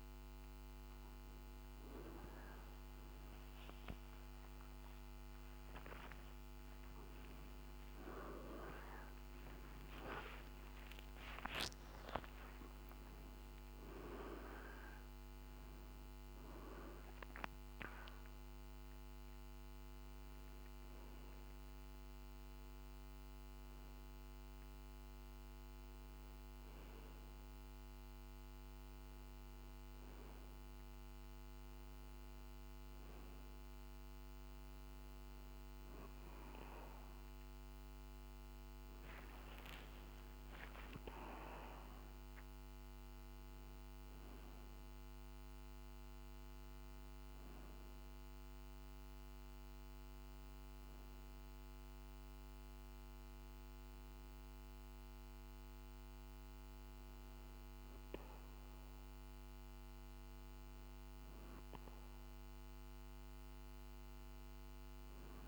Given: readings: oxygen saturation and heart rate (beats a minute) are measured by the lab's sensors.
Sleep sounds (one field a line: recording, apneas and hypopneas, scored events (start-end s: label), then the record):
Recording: a person partly awake in a sleep study, by a microphone on the trachea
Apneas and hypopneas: 1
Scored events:
21.00-65.47 s: new sleep stage, N1 (lightest sleep)
48.00-60.00 s: hypopnea (oxygen 98% before, 93% lowest, heart rate 56 before, 53 extreme, up 0 after)
62.00-65.47 s: arousal
64.00-65.47 s: oxygen desaturation (device-marked, oxygen 96% before, 93% lowest, heart rate 54 before, 52 extreme)
From the record:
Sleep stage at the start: awake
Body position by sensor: on the back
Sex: male